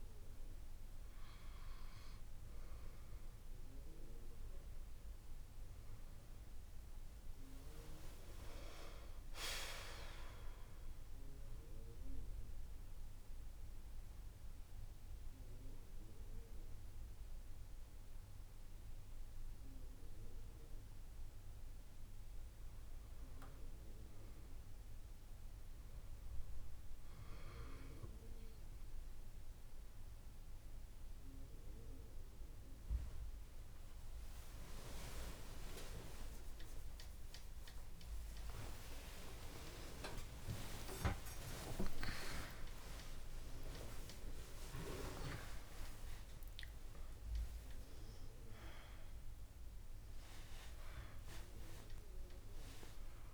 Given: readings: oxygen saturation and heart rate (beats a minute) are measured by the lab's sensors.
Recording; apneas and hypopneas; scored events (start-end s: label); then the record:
a person awake in a sleep study, by a room microphone; none
7.00-9.00 s: long interval between heartbeats (device-marked)
11.50-21.50 s: drop in pulse transit time (device-marked, heart rate 36 before, 33 extreme)
13.00-15.00 s: long interval between heartbeats (device-marked, heart rate 37 before, 38 extreme)
18.00-20.00 s: long interval between heartbeats (device-marked, heart rate 44 before, 50 extreme)
23.50-25.50 s: long interval between heartbeats (device-marked, heart rate 49 before, 27 extreme)
24.50-53.34 s: new sleep stage, awake
29.50-30.50 s: drop in pulse transit time (device-marked)
36.50-38.50 s: long interval between heartbeats (device-marked, heart rate 31 before, 44 extreme)
39.00-41.00 s: long interval between heartbeats (device-marked, heart rate 31 before, 77 extreme)
41.50-43.50 s: long interval between heartbeats (device-marked, heart rate 35 before, 54 extreme)
42.50-51.50 s: drop in pulse transit time (device-marked, heart rate 36 before, 48 extreme)
47.50-49.50 s: long interval between heartbeats (device-marked, heart rate 42 before, 60 extreme)
From the record:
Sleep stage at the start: N2 (light sleep); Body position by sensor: on the back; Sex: female